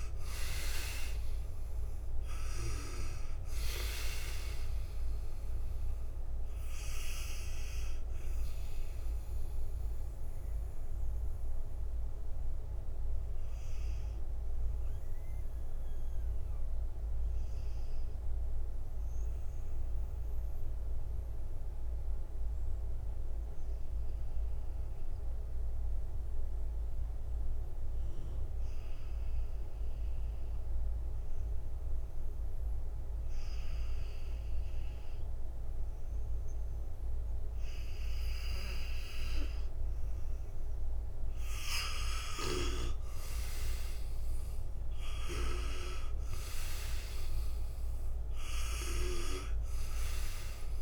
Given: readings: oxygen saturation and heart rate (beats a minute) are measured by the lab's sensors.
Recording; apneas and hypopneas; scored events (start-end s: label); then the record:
breathing in sleep by a room microphone; 1
0.00-26.00 s: oxygen desaturation (device-marked, oxygen 78% lowest, heart rate 56 extreme)
8.50-41.50 s: obstructive apnea (oxygen 98% before, 78% lowest, heart rate 61 before, 56 extreme, up 6 after)
42.00-47.00 s: arousal
42.00-50.82 s: oxygen desaturation (device-marked, oxygen 98% before, 82% lowest, heart rate 68 before, 56 extreme)
From the record:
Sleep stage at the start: N2 (light sleep); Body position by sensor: on the back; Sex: male